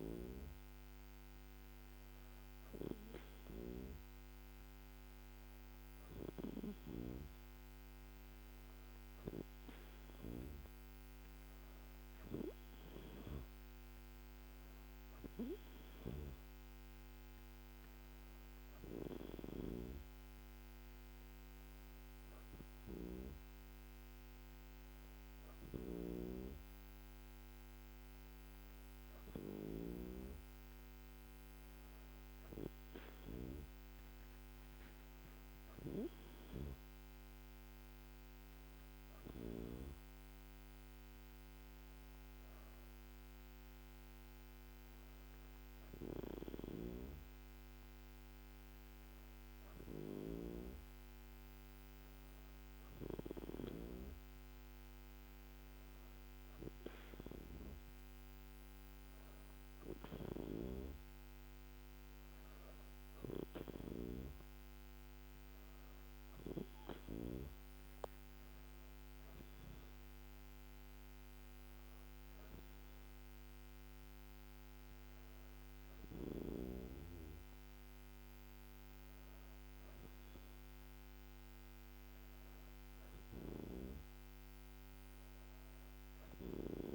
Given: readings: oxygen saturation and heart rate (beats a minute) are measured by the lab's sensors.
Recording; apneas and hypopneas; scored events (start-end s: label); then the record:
breathing in sleep by a microphone on the trachea; none
none scored
From the record:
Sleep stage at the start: N2 (light sleep); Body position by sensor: on the back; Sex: female